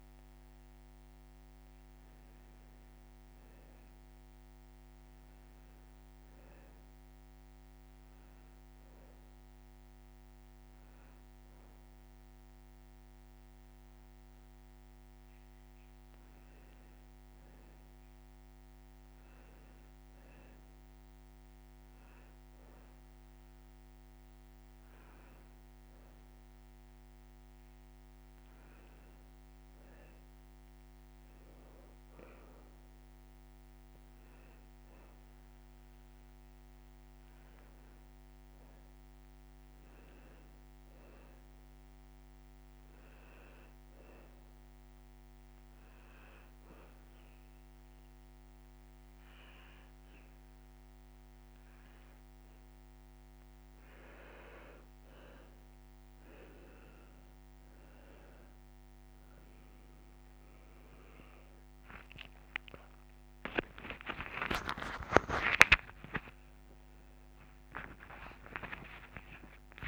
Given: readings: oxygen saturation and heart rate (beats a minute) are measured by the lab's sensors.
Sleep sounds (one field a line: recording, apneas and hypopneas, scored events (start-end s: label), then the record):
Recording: breathing in sleep by a microphone on the trachea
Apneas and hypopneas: 2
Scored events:
0.50-4.00 s: arousal
7.50-17.50 s: hypopnea (oxygen 97% before, 90% lowest, heart rate 80 before, 63 extreme)
19.50-23.50 s: arousal
45.00-55.00 s: hypopnea (oxygen 94% before, 90% lowest)
59.50-64.00 s: arousal
60.00-69.88 s: oxygen desaturation (device-marked, oxygen 93% before, 90% lowest, heart rate 85 before, 61 extreme)
From the record:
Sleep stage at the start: N2 (light sleep)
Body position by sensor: on the back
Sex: male